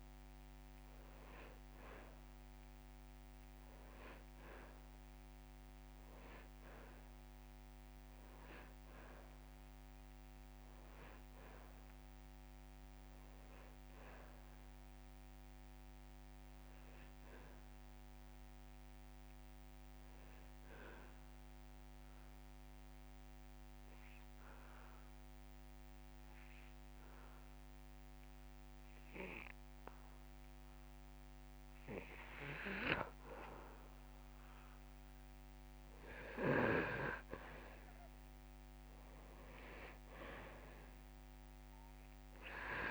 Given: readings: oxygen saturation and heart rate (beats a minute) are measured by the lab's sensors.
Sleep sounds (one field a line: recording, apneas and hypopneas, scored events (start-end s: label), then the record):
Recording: breathing in sleep by a microphone on the trachea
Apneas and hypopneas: 1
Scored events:
4.00-12.00 s: oxygen desaturation (device-marked, oxygen 98% before, 94% lowest)
13.50-16.50 s: arousal
21.50-32.50 s: obstructive apnea (oxygen 98% before, 88% lowest)
36.50-39.50 s: arousal
From the record:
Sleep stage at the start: N2 (light sleep)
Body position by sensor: on the back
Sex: male